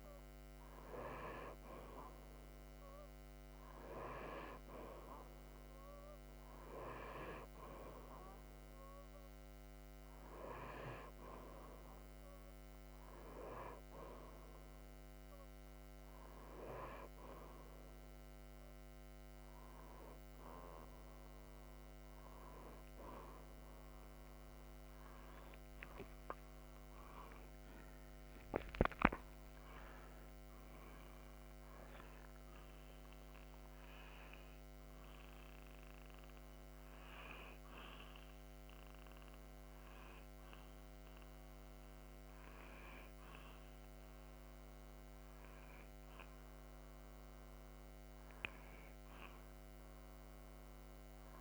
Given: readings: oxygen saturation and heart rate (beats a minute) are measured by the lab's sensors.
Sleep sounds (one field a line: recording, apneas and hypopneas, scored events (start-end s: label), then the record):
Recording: breathing in sleep by a microphone on the trachea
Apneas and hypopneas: none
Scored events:
none scored
From the record:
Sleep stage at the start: N2 (light sleep)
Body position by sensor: upright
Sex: male